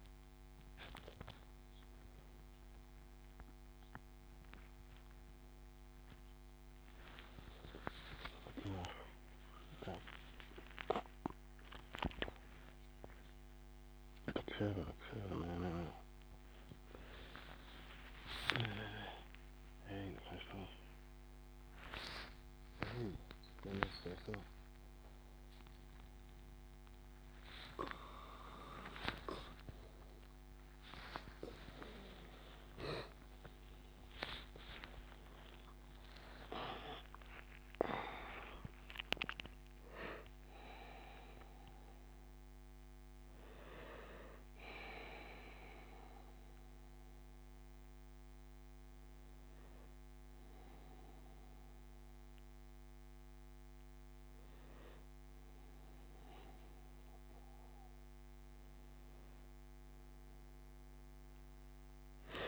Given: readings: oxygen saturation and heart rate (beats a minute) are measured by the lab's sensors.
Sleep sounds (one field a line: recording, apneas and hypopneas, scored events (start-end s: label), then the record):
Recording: a person awake in a sleep study, by a microphone on the trachea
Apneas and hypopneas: none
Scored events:
29.50-38.50 s: tachycardia (device-marked, heart rate 86 before, 111 extreme)
32.50-34.50 s: long interval between heartbeats (device-marked, heart rate 95 before, 105 extreme)
From the record:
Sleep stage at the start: awake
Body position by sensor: on the back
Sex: male